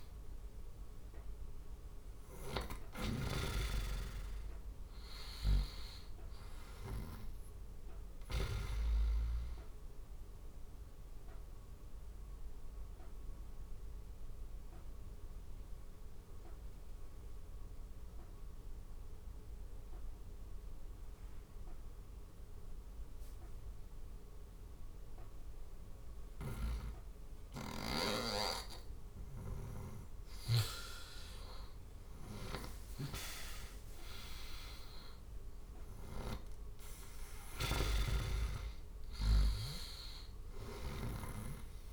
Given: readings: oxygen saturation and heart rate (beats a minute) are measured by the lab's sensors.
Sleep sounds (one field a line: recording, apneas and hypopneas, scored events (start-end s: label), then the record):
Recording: breathing in sleep by a room microphone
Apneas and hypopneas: 1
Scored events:
0.00-8.00 s: snoring (device-marked)
0.00-10.50 s: oxygen desaturation (device-marked, oxygen 91% lowest, heart rate 72 extreme)
9.50-27.00 s: obstructive apnea (oxygen 97% before, 90% lowest, heart rate 79 before, 72 extreme, up 8 after)
30.00-34.00 s: arousal
32.00-35.50 s: snoring (device-marked)
32.50-41.93 s: oxygen desaturation (device-marked, oxygen 97% before, 92% lowest, heart rate 74 before, 70 extreme)
From the record:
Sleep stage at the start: N2 (light sleep)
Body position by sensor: on the right side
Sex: male